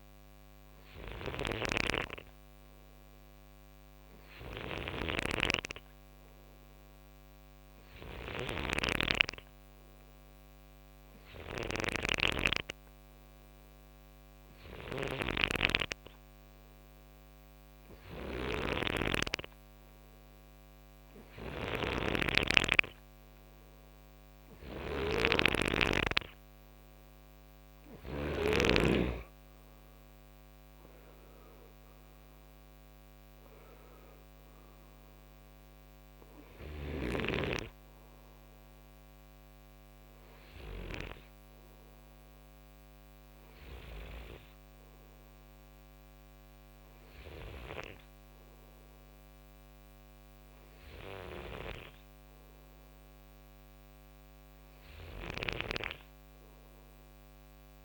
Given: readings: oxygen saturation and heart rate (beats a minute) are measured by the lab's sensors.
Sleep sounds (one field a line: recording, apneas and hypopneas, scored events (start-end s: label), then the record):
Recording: breathing in sleep by a microphone on the trachea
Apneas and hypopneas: none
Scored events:
0.00-28.00 s: snoring (device-marked)
36.00-40.50 s: snoring (device-marked)
50.50-57.85 s: snoring (device-marked)
From the record:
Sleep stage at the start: N2 (light sleep)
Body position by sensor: on the right side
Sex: male